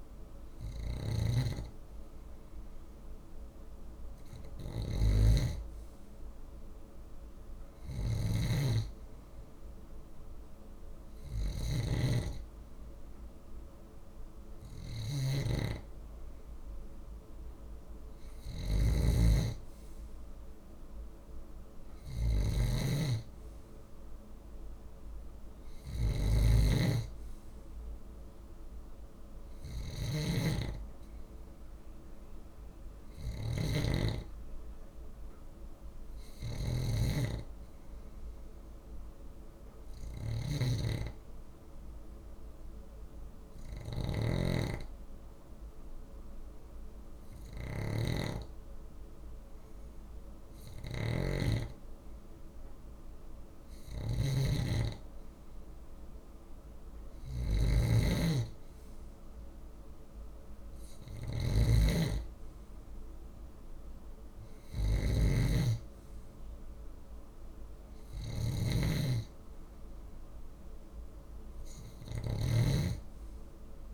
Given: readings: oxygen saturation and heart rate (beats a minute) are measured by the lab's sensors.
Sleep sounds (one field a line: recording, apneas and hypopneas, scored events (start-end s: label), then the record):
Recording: breathing in sleep by a room microphone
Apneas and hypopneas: 1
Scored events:
0.00-73.94 s: snoring (device-marked)
16.50-21.00 s: arousal
40.50-52.50 s: obstructive apnea (oxygen 96% before, 94% lowest, heart rate 48 before, 39 extreme, up 2 after)
56.00-60.00 s: arousal
From the record:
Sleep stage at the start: N2 (light sleep)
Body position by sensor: on the left side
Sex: male